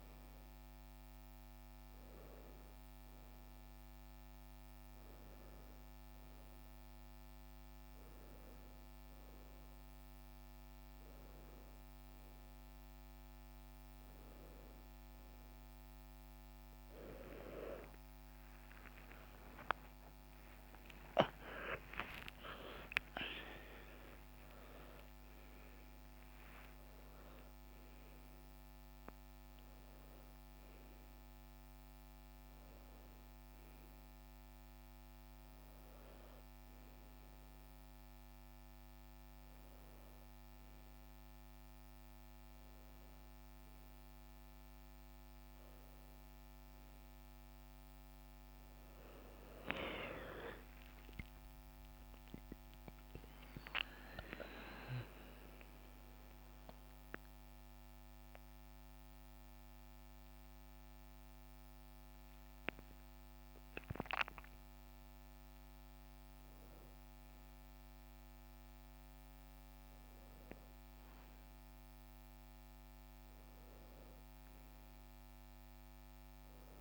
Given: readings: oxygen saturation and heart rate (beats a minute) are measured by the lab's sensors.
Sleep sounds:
breathing in sleep by a microphone on the trachea; 1
21.00-26.50 s: arousal
49.50-54.00 s: arousal
56.00-66.00 s: central apnea (oxygen 97% before, 95% lowest, heart rate 73 before, 70 extreme, up 7 after)
From the record:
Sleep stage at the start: N1 (lightest sleep); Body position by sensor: on the back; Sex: female

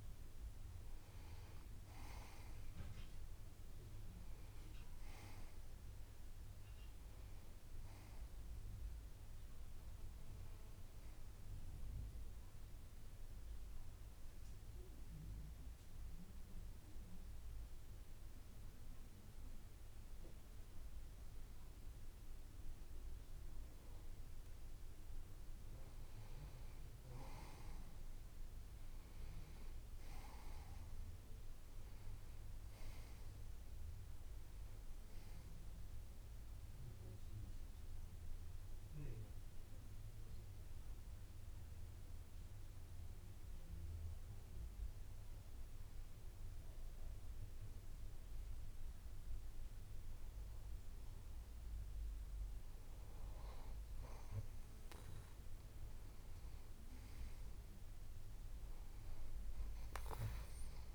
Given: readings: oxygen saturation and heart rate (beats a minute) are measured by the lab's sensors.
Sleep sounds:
breathing in sleep by a room microphone; 2
15.00-25.00 s: obstructive apnea (oxygen 94% before, 92% lowest)
26.00-30.00 s: arousal
41.00-54.00 s: hypopnea (oxygen 95% before, 92% lowest)
56.50-60.50 s: arousal
From the record:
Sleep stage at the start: N2 (light sleep); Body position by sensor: on the back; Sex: male

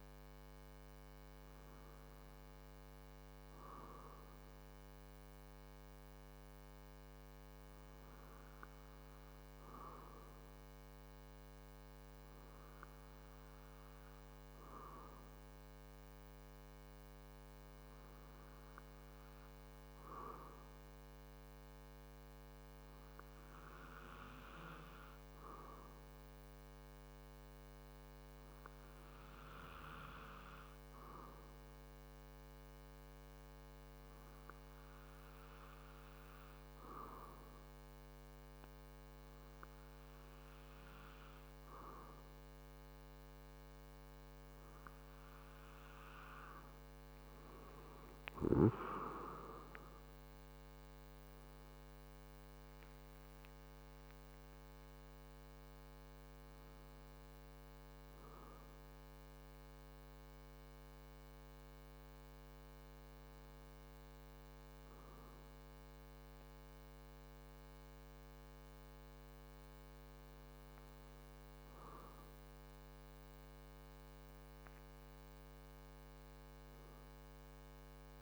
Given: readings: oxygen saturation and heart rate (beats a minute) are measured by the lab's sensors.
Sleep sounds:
breathing in sleep by a microphone on the trachea; 1
18.50-40.00 s: hypopnea (oxygen 96% before, 95% lowest, heart rate 45 before, 43 extreme, up 0 after)
49.00-53.00 s: arousal
From the record:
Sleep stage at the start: N2 (light sleep); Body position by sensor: on the back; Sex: male

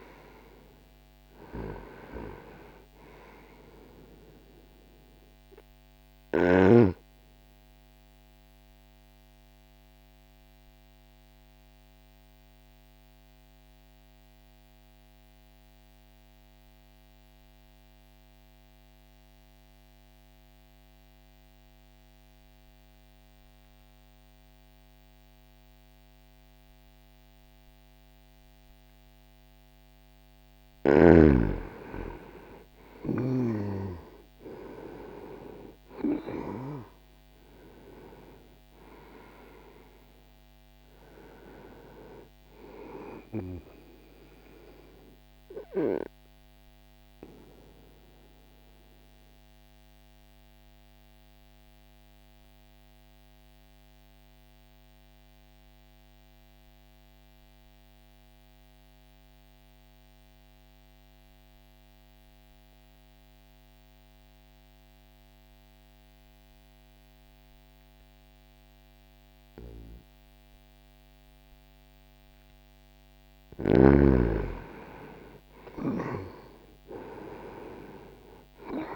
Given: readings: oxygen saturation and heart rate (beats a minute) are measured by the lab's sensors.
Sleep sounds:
breathing in sleep by a microphone on the trachea; 2
8.00-29.00 s: obstructive apnea (oxygen 97% before, 89% lowest, heart rate 60 before, 60 extreme, up 0 after)
20.50-32.50 s: oxygen desaturation (device-marked, oxygen 94% before, 89% lowest, heart rate 60 before, 60 extreme)
31.00-35.50 s: arousal
47.00-71.50 s: obstructive apnea (oxygen 97% before, 90% lowest, heart rate 60 before, 60 extreme, up 0 after)
61.50-68.50 s: oxygen desaturation (device-marked, oxygen 95% before, 90% lowest, heart rate 60 before, 60 extreme)
73.50-78.50 s: arousal
From the record:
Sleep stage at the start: N2 (light sleep); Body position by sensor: on the back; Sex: male

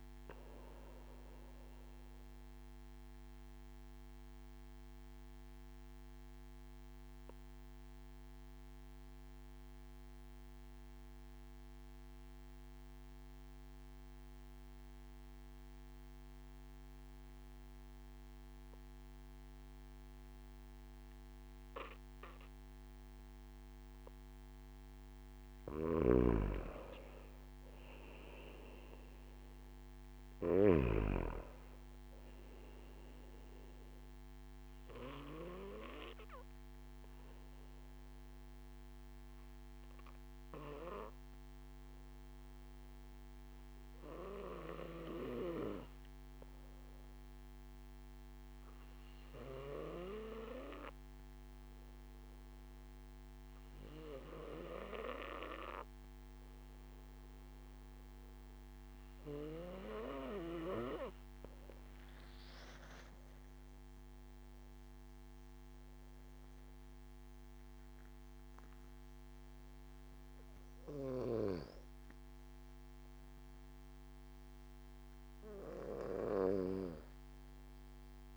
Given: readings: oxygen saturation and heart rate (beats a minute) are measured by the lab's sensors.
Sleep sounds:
breathing in sleep by a microphone on the trachea; 2
3.50-24.00 s: obstructive apnea (oxygen 97% before, 94% lowest)
25.50-29.00 s: arousal
25.50-31.00 s: snoring (device-marked)
35.00-59.00 s: obstructive apnea (oxygen 98% before, 93% lowest)
61.50-64.50 s: arousal
From the record:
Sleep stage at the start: N2 (light sleep); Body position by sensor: on the back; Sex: male

